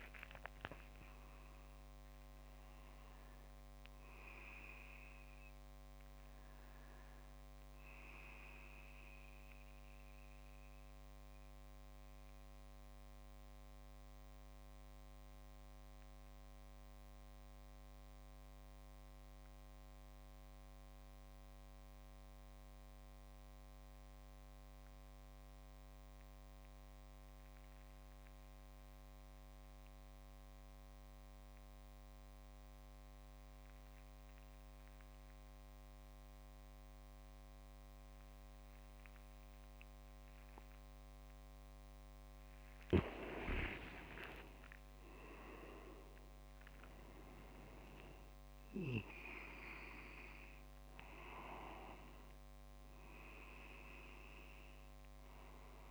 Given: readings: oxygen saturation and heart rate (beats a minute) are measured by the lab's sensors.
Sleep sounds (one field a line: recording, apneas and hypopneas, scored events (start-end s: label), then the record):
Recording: breathing in sleep by a microphone on the trachea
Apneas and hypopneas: 1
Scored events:
0.00-3.50 s: oxygen desaturation (device-marked, oxygen 92% lowest)
9.00-42.00 s: mixed apnea (oxygen 96% before, 94% lowest)
40.50-55.91 s: oxygen desaturation (device-marked, oxygen 99% before, 94% lowest)
43.50-48.00 s: arousal
From the record:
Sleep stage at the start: N2 (light sleep)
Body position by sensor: on the back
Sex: male